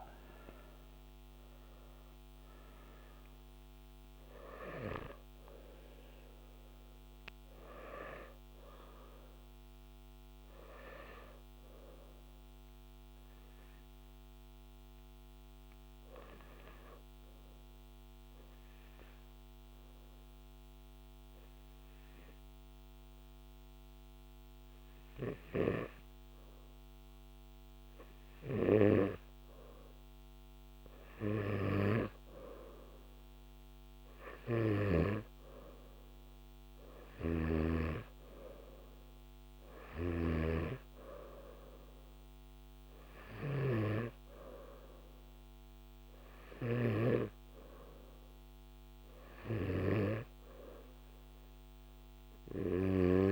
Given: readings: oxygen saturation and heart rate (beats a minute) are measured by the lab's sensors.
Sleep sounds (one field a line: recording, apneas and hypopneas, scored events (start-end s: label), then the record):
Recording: breathing in sleep by a microphone on the trachea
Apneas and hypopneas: 1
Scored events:
0.00-18.50 s: oxygen desaturation (device-marked, oxygen 92% lowest, heart rate 61 extreme)
18.00-29.00 s: obstructive apnea (oxygen 97% before, 93% lowest, heart rate 67 before, 56 extreme, up 6 after)
31.00-33.50 s: arousal
31.50-49.50 s: oxygen desaturation (device-marked, oxygen 98% before, 93% lowest, heart rate 64 before, 56 extreme)
37.00-47.00 s: snoring (device-marked)
From the record:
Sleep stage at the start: N2 (light sleep)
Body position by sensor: on the back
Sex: male